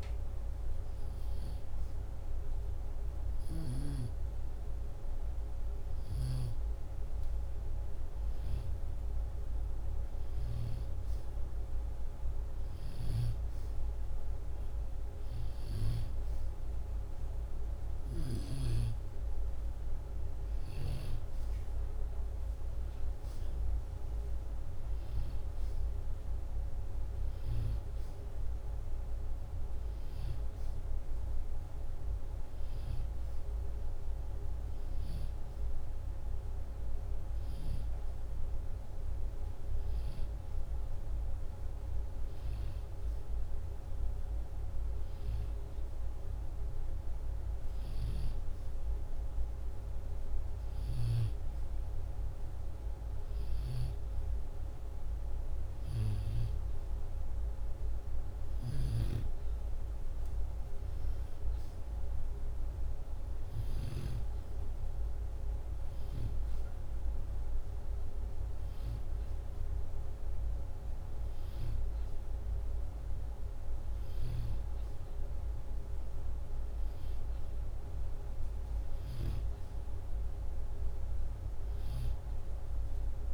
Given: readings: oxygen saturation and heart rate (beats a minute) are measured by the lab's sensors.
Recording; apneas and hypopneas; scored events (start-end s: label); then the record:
breathing in sleep, hard to hear, by a room microphone; none
none scored
From the record:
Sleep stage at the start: N2 (light sleep); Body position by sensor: upright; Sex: male